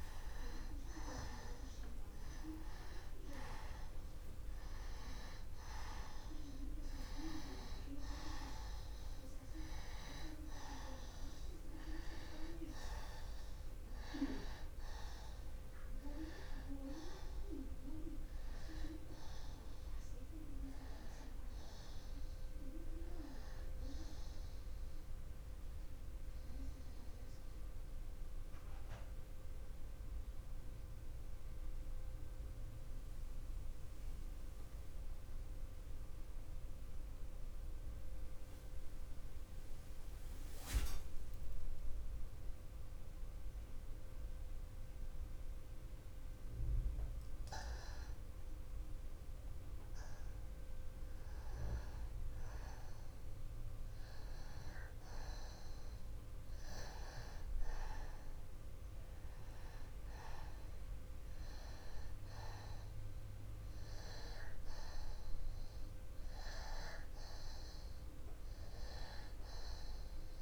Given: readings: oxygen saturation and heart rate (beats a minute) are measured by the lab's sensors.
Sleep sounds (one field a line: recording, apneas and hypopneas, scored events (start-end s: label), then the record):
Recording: breathing in sleep by a room microphone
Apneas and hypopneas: 1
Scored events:
0.00-3.00 s: arousal
1.50-37.50 s: oxygen desaturation (device-marked, oxygen 97% before, 86% lowest, heart rate 53 before, 44 extreme)
24.50-49.00 s: mixed apnea (oxygen 97% before, 86% lowest, heart rate 57 before, 35 extreme)
49.50-53.50 s: arousal
57.50-70.41 s: oxygen desaturation (device-marked, oxygen 97% before, 86% lowest)
From the record:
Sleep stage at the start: N2 (light sleep)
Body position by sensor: on the back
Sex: male